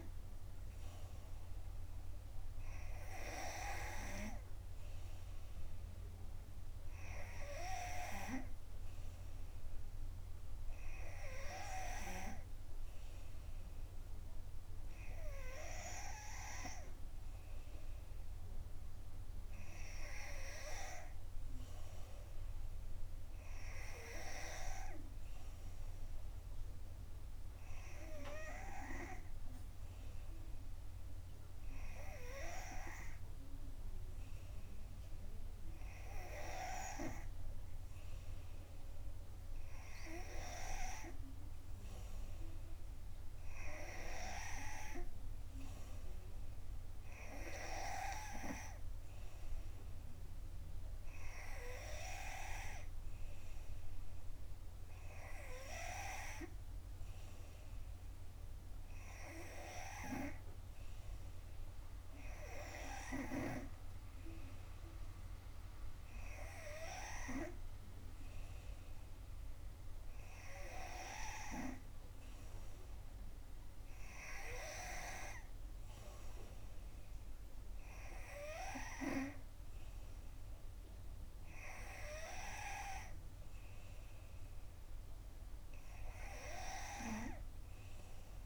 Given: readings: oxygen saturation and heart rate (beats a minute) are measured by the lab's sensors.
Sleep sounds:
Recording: breathing in sleep by a room microphone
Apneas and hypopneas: none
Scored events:
82.50-84.50 s: long interval between heartbeats (device-marked, heart rate 71 before, 72 extreme)
From the record:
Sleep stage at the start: N3 (deep sleep)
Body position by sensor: on the back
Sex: female

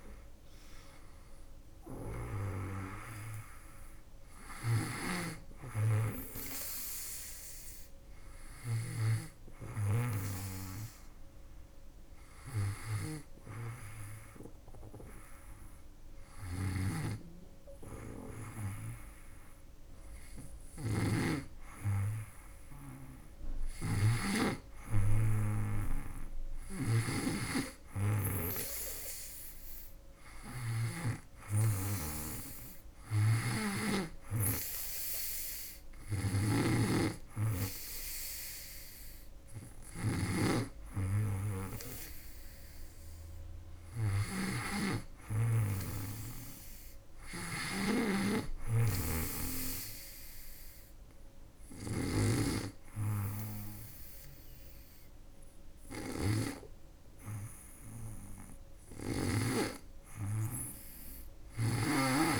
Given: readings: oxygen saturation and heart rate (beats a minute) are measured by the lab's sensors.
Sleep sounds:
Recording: breathing in sleep by a room microphone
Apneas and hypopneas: none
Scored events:
4.00-21.00 s: snoring (device-marked)
23.00-30.50 s: snoring (device-marked)
32.50-59.00 s: snoring (device-marked)
61.00-62.40 s: snoring (device-marked)
From the record:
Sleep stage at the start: N2 (light sleep)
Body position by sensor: on the back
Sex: female

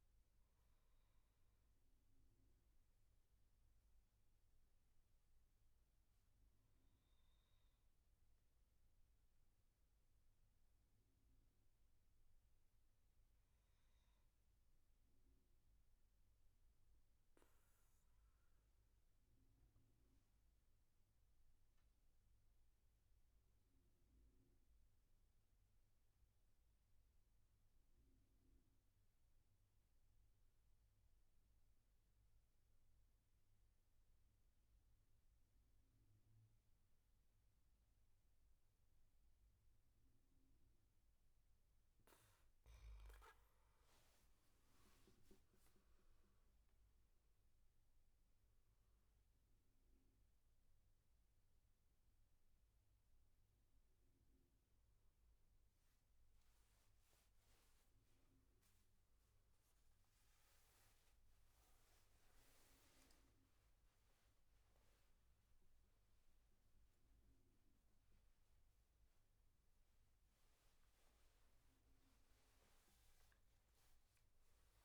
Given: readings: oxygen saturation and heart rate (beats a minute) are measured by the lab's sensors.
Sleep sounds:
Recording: breathing in sleep, hard to hear, by a room microphone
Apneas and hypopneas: 1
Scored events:
0.00-3.00 s: oxygen desaturation (device-marked, oxygen 92% lowest, heart rate 61 extreme)
7.50-40.50 s: obstructive apnea (oxygen 99% before, 91% lowest, heart rate 71 before, 60 extreme, up 13 after)
26.00-56.00 s: oxygen desaturation (device-marked, oxygen 99% before, 91% lowest, heart rate 73 before, 60 extreme)
43.00-47.50 s: arousal
71.50-74.00 s: arousal
From the record:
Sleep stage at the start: N2 (light sleep)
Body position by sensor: on the back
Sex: male

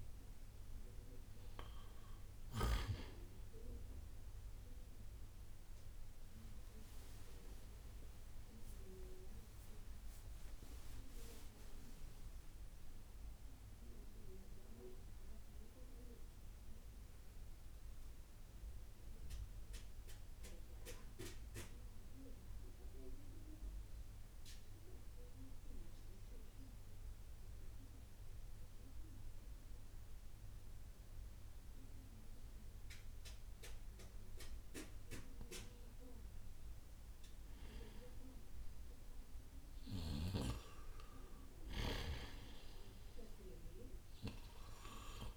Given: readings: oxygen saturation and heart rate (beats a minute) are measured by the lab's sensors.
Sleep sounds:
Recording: breathing in sleep by a room microphone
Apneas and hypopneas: 1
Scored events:
0.00-22.50 s: oxygen desaturation (device-marked, oxygen 84% lowest, heart rate 60 extreme)
16.00-33.50 s: central apnea (oxygen 95% before, 85% lowest, heart rate 73 before, 60 extreme, up 10 after)
36.00-40.00 s: arousal
41.50-45.37 s: oxygen desaturation (device-marked, oxygen 97% before, 86% lowest, heart rate 69 before, 64 extreme)
From the record:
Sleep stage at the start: N2 (light sleep)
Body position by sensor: on the right side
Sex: male

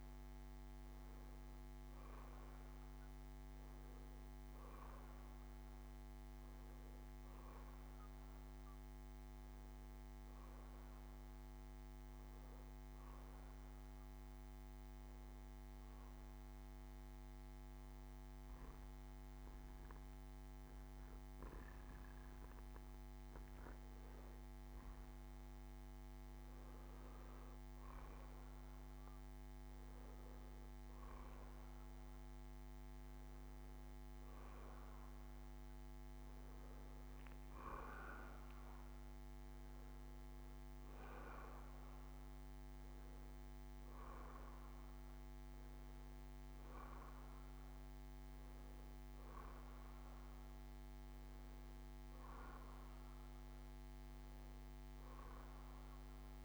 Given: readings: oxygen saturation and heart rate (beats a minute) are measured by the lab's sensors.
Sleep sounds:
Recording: breathing in sleep, hard to hear, by a microphone on the trachea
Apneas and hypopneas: 1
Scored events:
0.00-9.00 s: oxygen desaturation (device-marked, oxygen 88% lowest, heart rate 53 extreme)
3.00-7.00 s: bradycardia (device-marked, heart rate 74 before, 53 extreme)
14.00-25.00 s: obstructive apnea (oxygen 93% before, 90% lowest, heart rate 63 before, 63 extreme, up 5 after)
28.50-33.00 s: arousal
32.00-46.00 s: oxygen desaturation (device-marked, oxygen 94% before, 90% lowest, heart rate 70 before, 59 extreme)
54.50-56.45 s: arousal
From the record:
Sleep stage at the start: N2 (light sleep)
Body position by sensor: on the back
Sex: male

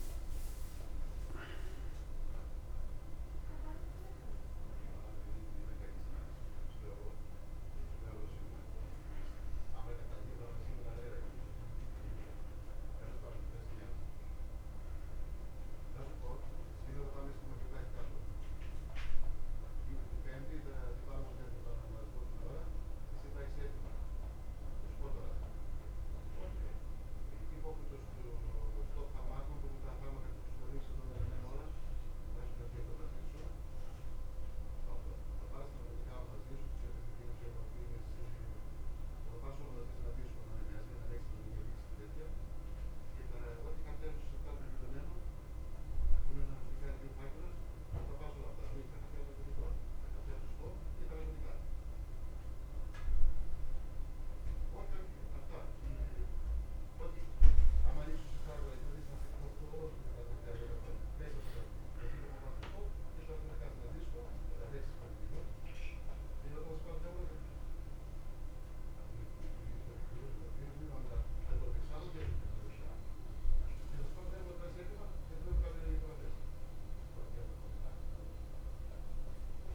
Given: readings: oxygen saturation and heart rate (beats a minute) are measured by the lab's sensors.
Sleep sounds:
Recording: a person awake in a sleep study, by a room microphone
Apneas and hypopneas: none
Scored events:
none scored
From the record:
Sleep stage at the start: awake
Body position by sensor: on the back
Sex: male

